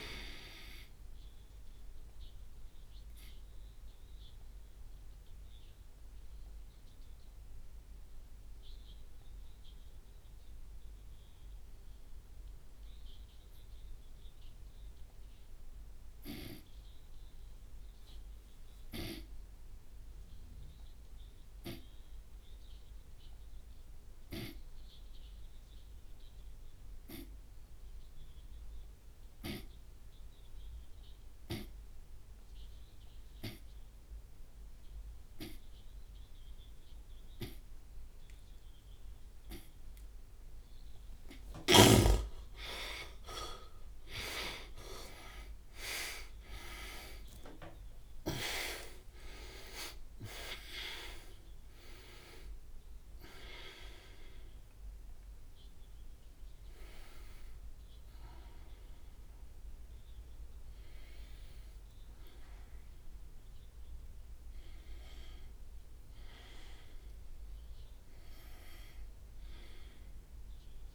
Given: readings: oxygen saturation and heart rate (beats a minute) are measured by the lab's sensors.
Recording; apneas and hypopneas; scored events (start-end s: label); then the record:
breathing in sleep by a room microphone; 2
2.00-41.00 s: obstructive apnea (oxygen 98% before, 77% lowest)
6.00-27.00 s: oxygen desaturation (device-marked, oxygen 97% before, 80% lowest)
35.00-65.00 s: new sleep stage, N1 (lightest sleep)
43.00-48.00 s: arousal
50.00-65.00 s: obstructive apnea (oxygen 99% before, 77% lowest)
65.00-70.95 s: new sleep stage, awake
65.00-70.95 s: oxygen desaturation (device-marked, oxygen 97% before, 77% lowest)
69.00-70.95 s: tachycardia (device-marked)
From the record:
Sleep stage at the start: N2 (light sleep); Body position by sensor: on the right side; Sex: male